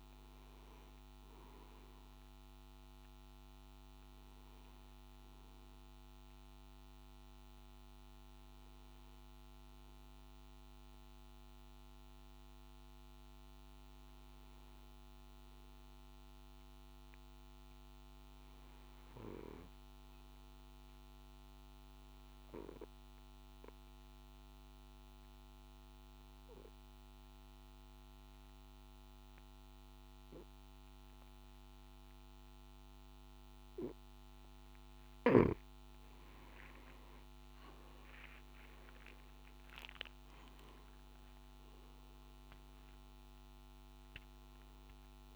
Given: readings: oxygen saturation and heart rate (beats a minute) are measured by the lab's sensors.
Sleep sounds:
breathing in sleep by a microphone on the trachea; 1
0.00-18.00 s: oxygen desaturation (device-marked, oxygen 93% lowest, heart rate 52 extreme)
12.00-34.50 s: obstructive apnea (oxygen 97% before, 87% lowest, heart rate 56 before, 54 extreme, up 14 after)
15.00-45.36 s: new sleep stage, N3 (deep sleep)
34.00-45.36 s: oxygen desaturation (device-marked, oxygen 97% before, 87% lowest, heart rate 55 before, 50 extreme)
From the record:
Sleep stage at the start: N2 (light sleep); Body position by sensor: on the back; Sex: male

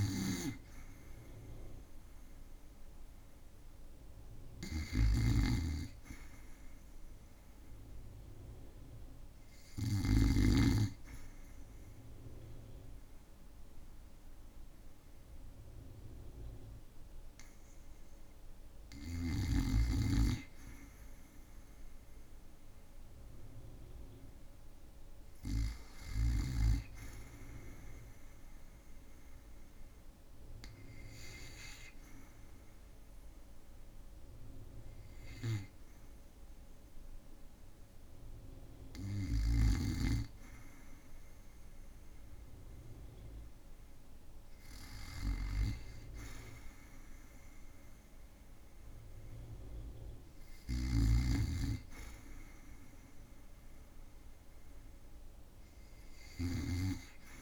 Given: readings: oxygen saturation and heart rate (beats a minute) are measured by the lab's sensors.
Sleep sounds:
breathing in sleep by a room microphone; 1
0.00-10.00 s: snoring (device-marked)
25.00-57.42 s: new sleep stage, REM sleep
27.00-40.00 s: hypopnea (oxygen 95% before, 93% lowest, heart rate 59 before, 61 extreme, up 3 after)
45.00-49.50 s: arousal
From the record:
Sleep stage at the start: N2 (light sleep); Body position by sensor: on the back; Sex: male

